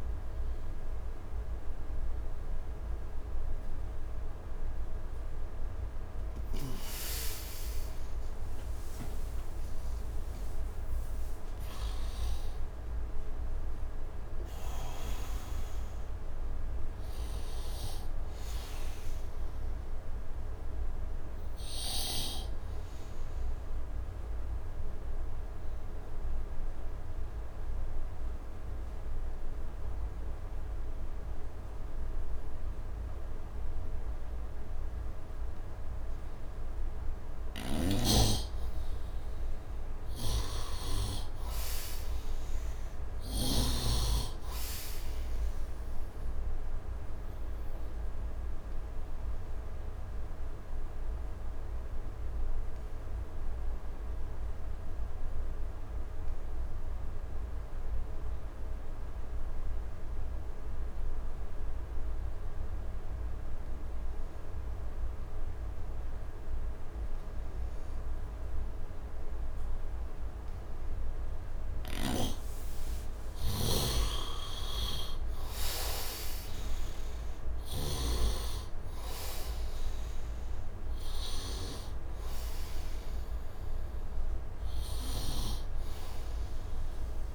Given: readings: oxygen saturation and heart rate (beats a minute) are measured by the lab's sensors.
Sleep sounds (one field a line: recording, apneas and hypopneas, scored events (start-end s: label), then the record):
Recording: breathing in sleep by a room microphone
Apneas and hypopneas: 2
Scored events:
0.00-23.50 s: oxygen desaturation (device-marked, oxygen 64% lowest, heart rate 63 extreme)
20.00-23.50 s: arousal
25.50-38.50 s: obstructive apnea (oxygen 100% before, 76% lowest, heart rate 76 before, 69 extreme, up 13 after)
37.50-43.50 s: snoring (device-marked)
40.00-42.50 s: arousal
42.50-60.50 s: oxygen desaturation (device-marked, oxygen 98% before, 83% lowest, heart rate 73 before, 70 extreme)
46.00-72.50 s: obstructive apnea (oxygen 100% before, 76% lowest, heart rate 74 before, 70 extreme, up 8 after)
62.50-87.35 s: oxygen desaturation (device-marked, oxygen 98% before, 76% lowest, heart rate 75 before, 71 extreme)
71.50-78.00 s: snoring (device-marked)
74.50-79.00 s: arousal
From the record:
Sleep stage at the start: N2 (light sleep)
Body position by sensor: on the right side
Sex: male